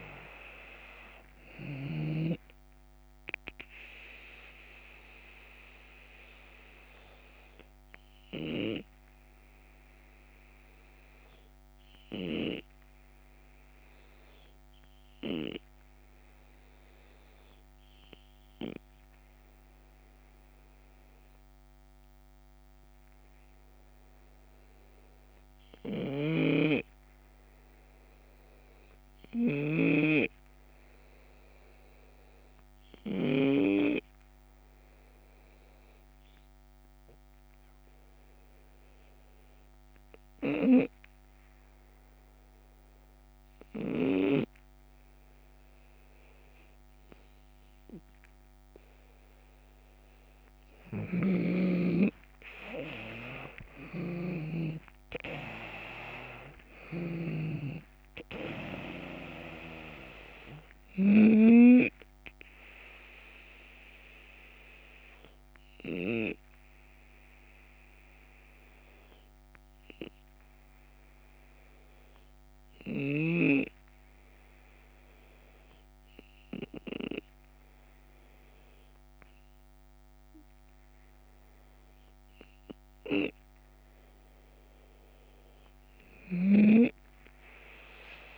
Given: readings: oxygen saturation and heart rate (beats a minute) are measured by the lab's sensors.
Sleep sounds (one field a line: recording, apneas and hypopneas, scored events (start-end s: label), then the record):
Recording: breathing in sleep by a microphone on the trachea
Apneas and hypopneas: 2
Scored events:
0.00-7.50 s: drop in pulse transit time (device-marked, heart rate 76 extreme)
0.00-24.50 s: oxygen desaturation (device-marked, oxygen 82% lowest, heart rate 71 extreme)
4.50-49.50 s: obstructive apnea (oxygen 92% before, 82% lowest, heart rate 80 before, 71 extreme, up 7 after)
25.50-33.00 s: snoring (device-marked)
36.50-47.50 s: drop in pulse transit time (device-marked, heart rate 76 before, 75 extreme)
39.50-80.50 s: oxygen desaturation (device-marked, oxygen 93% before, 82% lowest, heart rate 76 before, 74 extreme)
49.50-65.50 s: drop in pulse transit time (device-marked, heart rate 76 before, 75 extreme)
50.00-55.00 s: arousal
50.50-61.00 s: snoring (device-marked)
61.50-84.00 s: obstructive apnea (oxygen 93% before, 82% lowest, heart rate 78 before, 73 extreme, up 8 after)
85.50-88.38 s: snoring (device-marked)
From the record:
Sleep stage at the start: REM sleep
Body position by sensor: on the left side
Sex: male